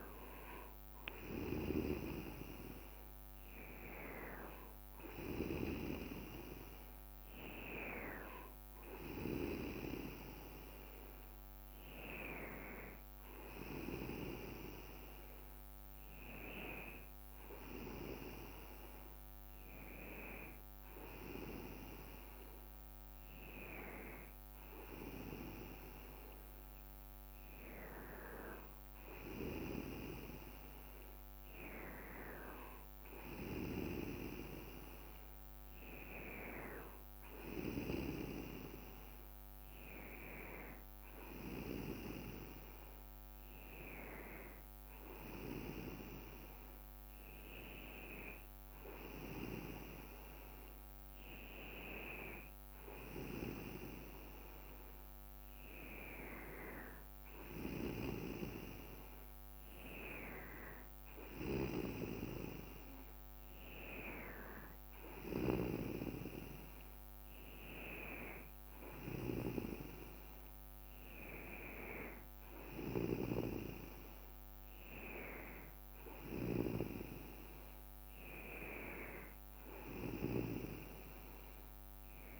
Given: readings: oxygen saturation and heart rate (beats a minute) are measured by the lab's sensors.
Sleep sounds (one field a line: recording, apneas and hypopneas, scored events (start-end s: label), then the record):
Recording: breathing in sleep by a microphone on the trachea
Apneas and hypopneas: none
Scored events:
none scored
From the record:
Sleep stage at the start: N2 (light sleep)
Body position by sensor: on the back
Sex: male